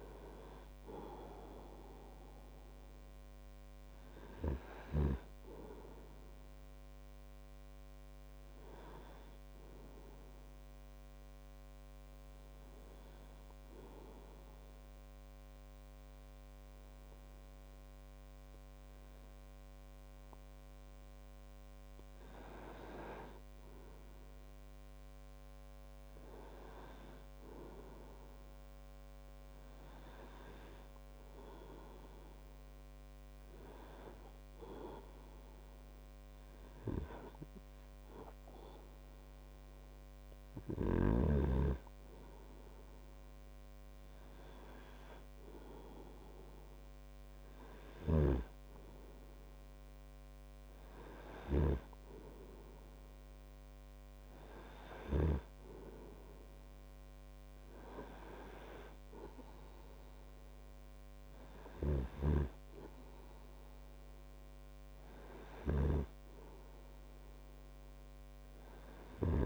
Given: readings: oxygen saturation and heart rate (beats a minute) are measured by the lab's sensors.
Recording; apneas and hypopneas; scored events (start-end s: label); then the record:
breathing in sleep by a microphone on the trachea; 1
13.50-24.00 s: obstructive apnea (oxygen 99% before, 96% lowest)
27.00-31.00 s: arousal
48.00-52.00 s: snoring (device-marked)
62.00-69.46 s: snoring (device-marked)
From the record:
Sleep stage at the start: N2 (light sleep); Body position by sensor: on the right side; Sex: male